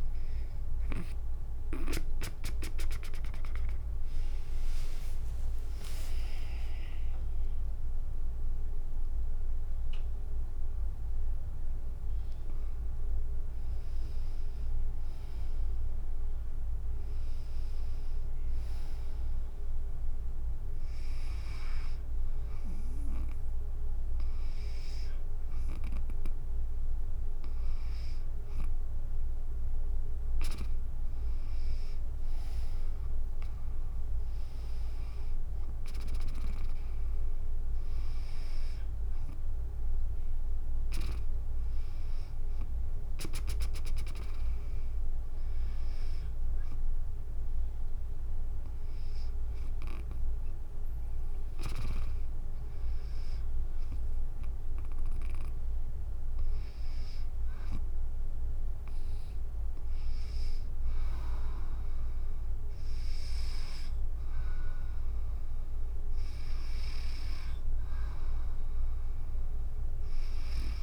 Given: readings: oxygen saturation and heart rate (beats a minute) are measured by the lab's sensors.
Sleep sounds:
breathing in sleep by a room microphone; none
2.50-7.50 s: tachycardia (device-marked, heart rate 75 before, 107 extreme)
3.50-16.50 s: drop in pulse transit time (device-marked, heart rate 73 before, 75 extreme)
4.00-8.50 s: arousal
From the record:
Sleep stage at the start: N2 (light sleep); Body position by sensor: on the back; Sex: female

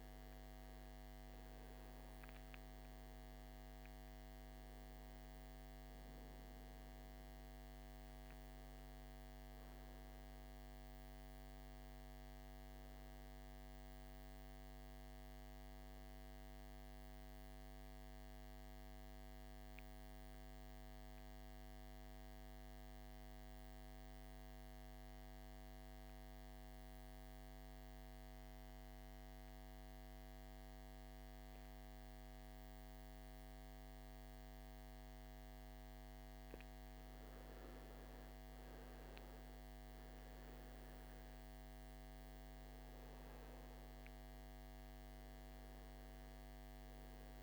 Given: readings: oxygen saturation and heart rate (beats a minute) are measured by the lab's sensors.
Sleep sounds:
breathing in sleep, hard to hear, by a microphone on the trachea; 1
0.00-17.50 s: oxygen desaturation (device-marked, oxygen 89% lowest, heart rate 52 extreme)
17.00-36.00 s: mixed apnea (oxygen 97% before, 89% lowest, heart rate 62 before, 52 extreme, up 12 after)
37.50-41.00 s: arousal
37.50-47.43 s: oxygen desaturation (device-marked, oxygen 97% before, 89% lowest, heart rate 54 before, 52 extreme)
From the record:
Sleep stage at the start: N2 (light sleep); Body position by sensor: on the back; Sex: male

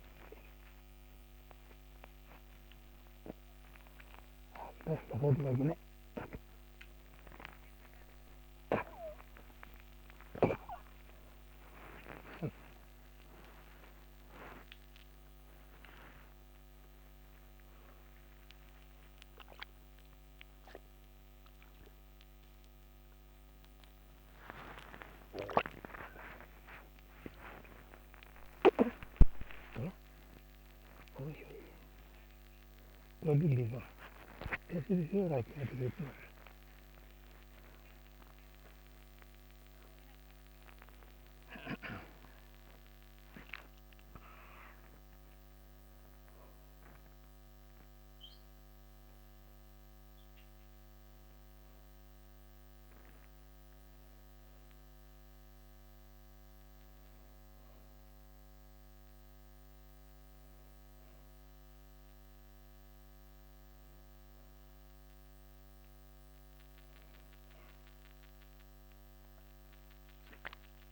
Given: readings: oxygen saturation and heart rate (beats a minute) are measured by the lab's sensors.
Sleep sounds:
a person awake in a sleep study, by a microphone on the trachea; none
17.00-24.00 s: oxygen desaturation (device-marked, oxygen 95% before, 92% lowest, heart rate 161 before, 40 extreme)
From the record:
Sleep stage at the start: awake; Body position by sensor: on the back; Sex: male

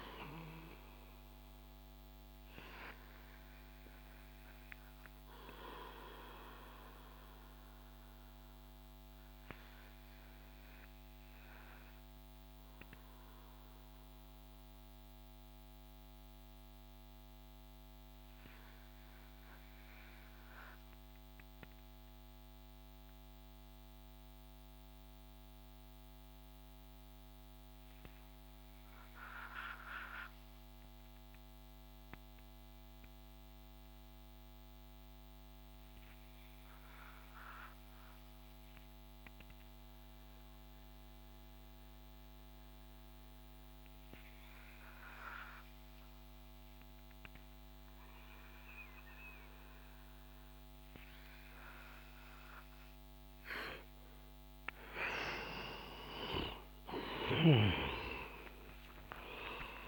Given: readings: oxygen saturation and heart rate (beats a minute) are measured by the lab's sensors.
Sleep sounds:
breathing in sleep by a microphone on the trachea; 1
2.00-31.00 s: oxygen desaturation (device-marked, oxygen 95% before, 88% lowest)
3.50-53.00 s: obstructive apnea (oxygen 98% before, 85% lowest)
50.00-59.88 s: oxygen desaturation (device-marked, oxygen 96% before, 85% lowest)
54.50-59.00 s: arousal
56.50-59.88 s: snoring (device-marked)
From the record:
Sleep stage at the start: N2 (light sleep); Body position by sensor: on the back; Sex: male

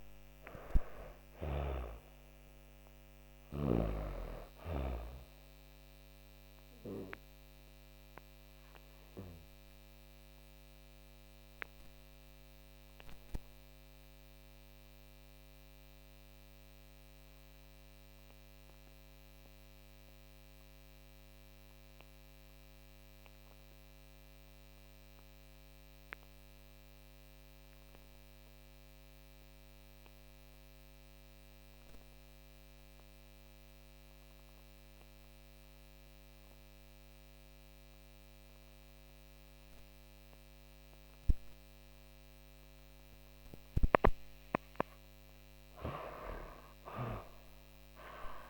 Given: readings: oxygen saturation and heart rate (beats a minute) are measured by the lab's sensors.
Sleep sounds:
breathing in sleep by a microphone on the trachea; 1
0.00-3.50 s: snoring (device-marked)
0.00-21.50 s: oxygen desaturation (device-marked, oxygen 78% lowest)
5.50-43.50 s: obstructive apnea (oxygen 99% before, 78% lowest)
34.50-48.50 s: oxygen desaturation (device-marked, oxygen 99% before, 79% lowest)
44.50-48.00 s: arousal
From the record:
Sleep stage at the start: N2 (light sleep); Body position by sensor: on the back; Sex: female

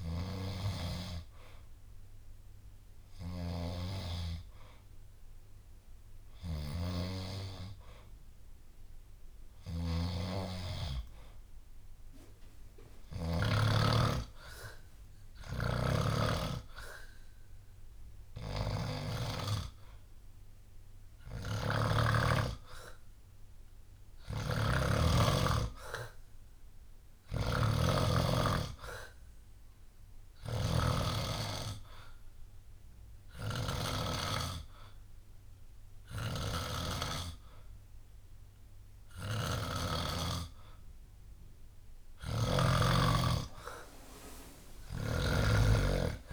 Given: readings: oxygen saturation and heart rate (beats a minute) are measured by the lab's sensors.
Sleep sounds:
breathing in sleep by a room microphone; 1
9.50-13.50 s: snoring (device-marked)
15.50-34.00 s: snoring (device-marked)
22.00-25.00 s: arousal
27.50-40.00 s: hypopnea (oxygen 97% before, 93% lowest, heart rate 66 before, 61 extreme, up 8 after)
36.00-42.50 s: snoring (device-marked)
43.50-46.33 s: drop in pulse transit time (device-marked, heart rate 64 before, 62 extreme)
From the record:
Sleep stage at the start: N2 (light sleep); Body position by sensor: on the back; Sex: male

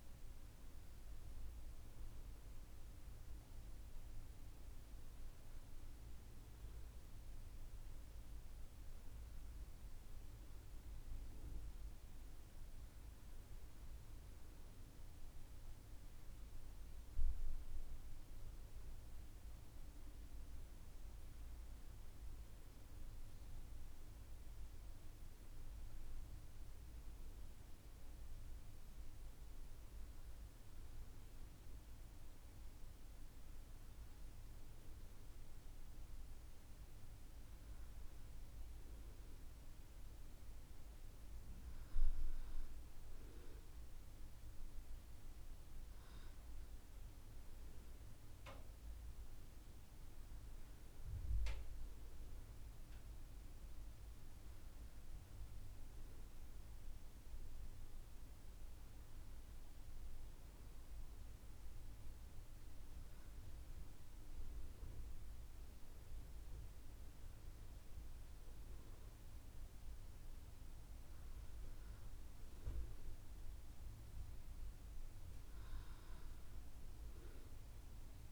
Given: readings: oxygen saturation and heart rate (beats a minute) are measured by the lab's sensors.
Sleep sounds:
breathing in sleep, hard to hear, by a room microphone; none
21.50-78.32 s: new sleep stage, N2 (light sleep)
From the record:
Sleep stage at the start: N1 (lightest sleep); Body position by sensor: on the back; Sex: female

